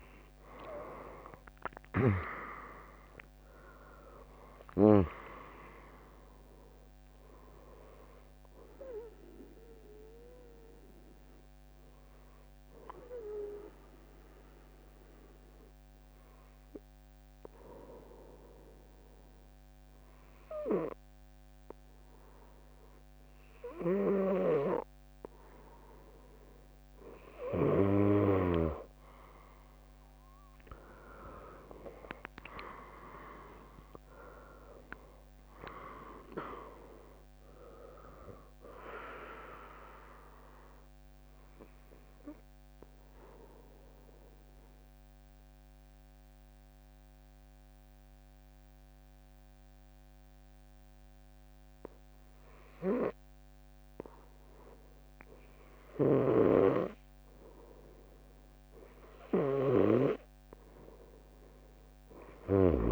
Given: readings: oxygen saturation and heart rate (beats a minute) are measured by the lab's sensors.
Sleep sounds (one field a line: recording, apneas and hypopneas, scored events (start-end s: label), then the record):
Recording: breathing in sleep by a microphone on the trachea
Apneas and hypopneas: 2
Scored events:
1.50-20.50 s: drop in pulse transit time (device-marked, heart rate 69 before, 69 extreme)
9.00-26.50 s: hypopnea (oxygen 99% before, 96% lowest, heart rate 69 before, 59 extreme, up 3 after)
30.50-35.00 s: arousal
34.50-51.50 s: drop in pulse transit time (device-marked, heart rate 73 before, 70 extreme)
40.50-54.50 s: obstructive apnea (oxygen 99% before, 96% lowest, heart rate 72 before, 59 extreme)
55.50-57.50 s: bradycardia (device-marked, heart rate 78 before, 66 extreme)
From the record:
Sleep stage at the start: N2 (light sleep)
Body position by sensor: on the right side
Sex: female